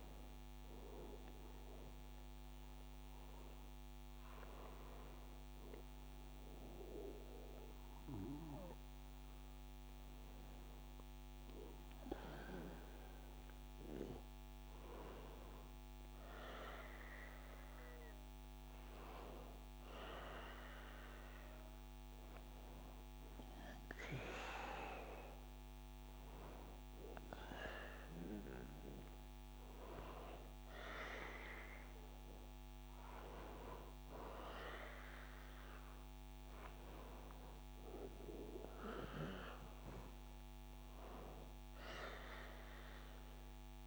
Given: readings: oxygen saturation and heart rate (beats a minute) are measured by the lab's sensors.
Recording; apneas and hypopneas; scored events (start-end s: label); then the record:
a person awake in a sleep study, by a microphone on the trachea; none
none scored
From the record:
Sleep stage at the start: awake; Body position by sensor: on the back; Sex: male